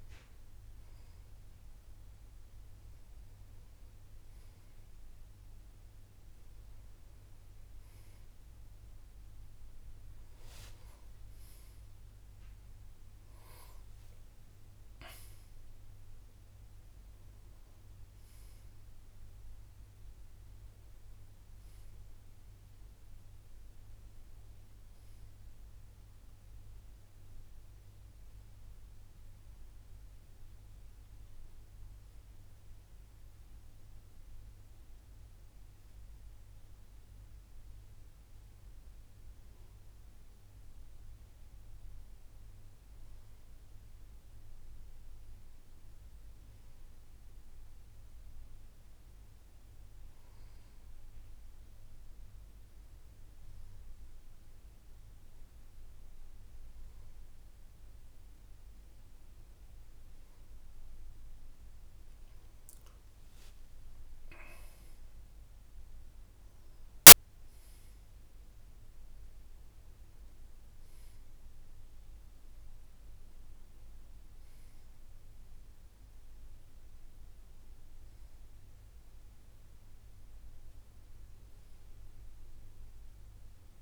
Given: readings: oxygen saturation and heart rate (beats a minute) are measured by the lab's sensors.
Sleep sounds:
breathing in sleep, hard to hear, by a room microphone; none
10.00-14.00 s: arousal
From the record:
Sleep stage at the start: N2 (light sleep); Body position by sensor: on the back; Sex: male

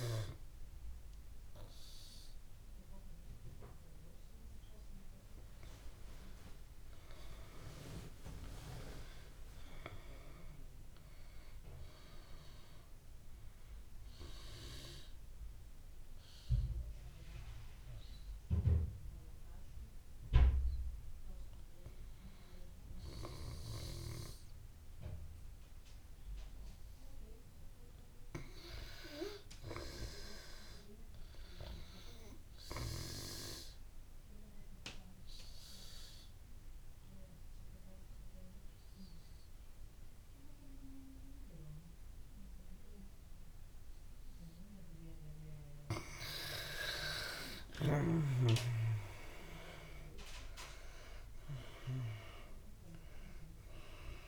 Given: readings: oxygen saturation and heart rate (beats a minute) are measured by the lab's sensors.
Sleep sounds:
breathing in sleep by a room microphone; 2
0.00-21.00 s: oxygen desaturation (device-marked, oxygen 82% lowest)
13.50-27.00 s: hypopnea (oxygen 95% before, 80% lowest)
28.50-30.50 s: arousal
32.00-52.00 s: oxygen desaturation (device-marked, oxygen 95% before, 84% lowest)
32.50-45.00 s: obstructive apnea (oxygen 95% before, 78% lowest)
47.00-51.00 s: arousal
From the record:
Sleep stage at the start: N2 (light sleep); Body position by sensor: on the back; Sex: female

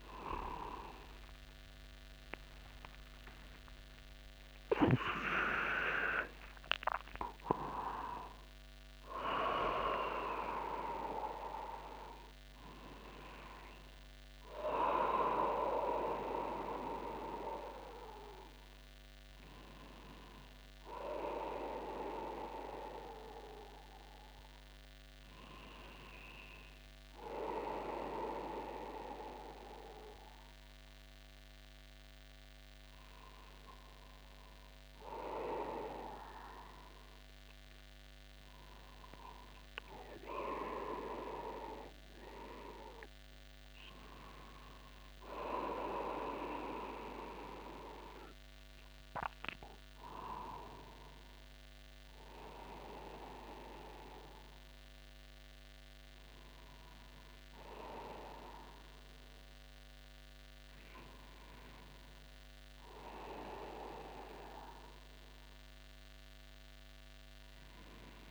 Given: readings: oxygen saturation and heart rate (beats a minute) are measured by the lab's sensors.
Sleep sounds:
a person awake in a sleep study, by a microphone on the trachea; none
1.00-3.00 s: long interval between heartbeats (device-marked, heart rate 54 before, 65 extreme)
3.50-5.50 s: long interval between heartbeats (device-marked, heart rate 57 before, 97 extreme)
5.50-7.50 s: long interval between heartbeats (device-marked, heart rate 61 before, 115 extreme)
7.50-9.50 s: long interval between heartbeats (device-marked, heart rate 68 before, 109 extreme)
28.00-38.00 s: oxygen desaturation (device-marked, oxygen 97% before, 92% lowest, heart rate 65 before, 49 extreme)
From the record:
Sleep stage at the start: awake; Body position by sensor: upright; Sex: male

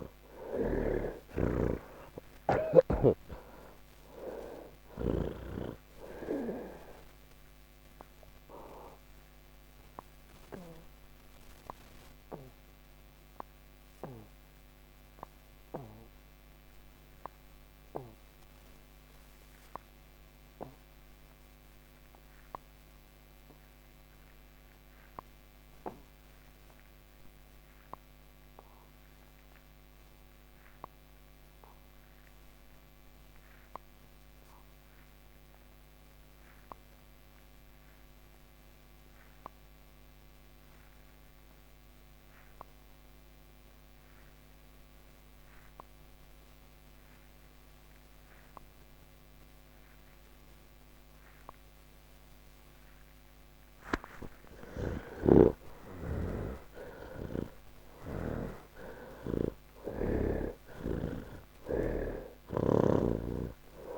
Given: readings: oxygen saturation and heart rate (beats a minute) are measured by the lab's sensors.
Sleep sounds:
breathing in sleep by a microphone on the trachea; 1
0.00-3.00 s: snoring (device-marked)
0.00-24.50 s: oxygen desaturation (device-marked, oxygen 70% lowest, heart rate 59 extreme)
9.00-55.00 s: mixed apnea (oxygen 97% before, 67% lowest, heart rate 137 before, 59 extreme)
26.50-63.98 s: oxygen desaturation (device-marked, oxygen 98% before, 67% lowest, heart rate 103 before, 78 extreme)
54.50-58.00 s: snoring (device-marked)
From the record:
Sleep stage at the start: N3 (deep sleep); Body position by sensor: on the back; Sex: male

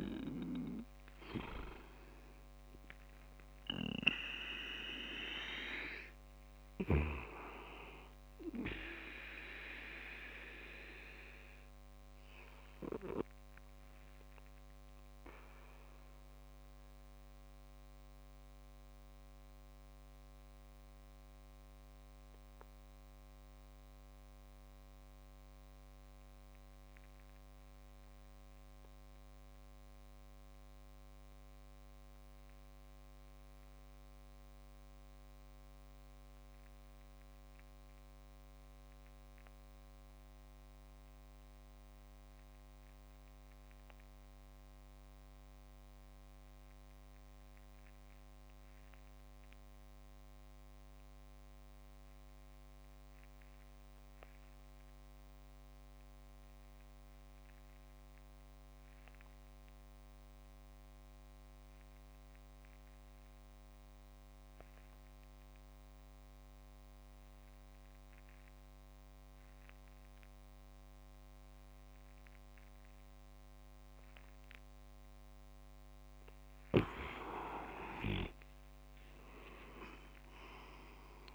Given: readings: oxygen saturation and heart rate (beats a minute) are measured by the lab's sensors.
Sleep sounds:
breathing in sleep by a microphone on the trachea; 1
0.00-1.50 s: arousal
8.50-76.00 s: obstructive apnea (oxygen 99% before, 86% lowest, heart rate 56 before, 45 extreme, up 2 after)
65.00-81.35 s: oxygen desaturation (device-marked, oxygen 97% before, 86% lowest, heart rate 55 before, 45 extreme)
77.00-80.50 s: arousal
78.00-81.00 s: leg movement (device-marked)
From the record:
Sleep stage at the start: N2 (light sleep); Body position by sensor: on the back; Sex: male

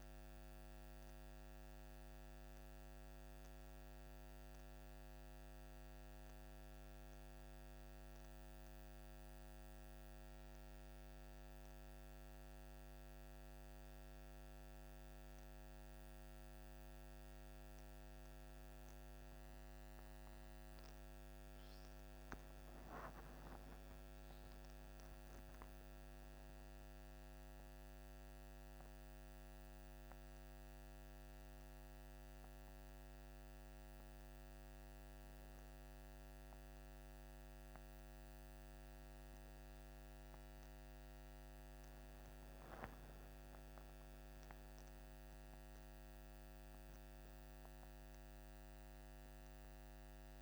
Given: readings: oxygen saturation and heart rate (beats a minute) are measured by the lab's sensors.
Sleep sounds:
breathing in sleep, hard to hear, by a microphone on the trachea; 1
22.50-25.50 s: arousal
26.50-40.50 s: hypopnea (oxygen 98% before, 94% lowest, heart rate 63 before, 45 extreme, up 10 after)
42.00-47.00 s: arousal
47.50-50.42 s: oxygen desaturation (device-marked, oxygen 98% before, 94% lowest, heart rate 53 before, 45 extreme)
From the record:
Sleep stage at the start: N2 (light sleep); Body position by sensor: on the back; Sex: male

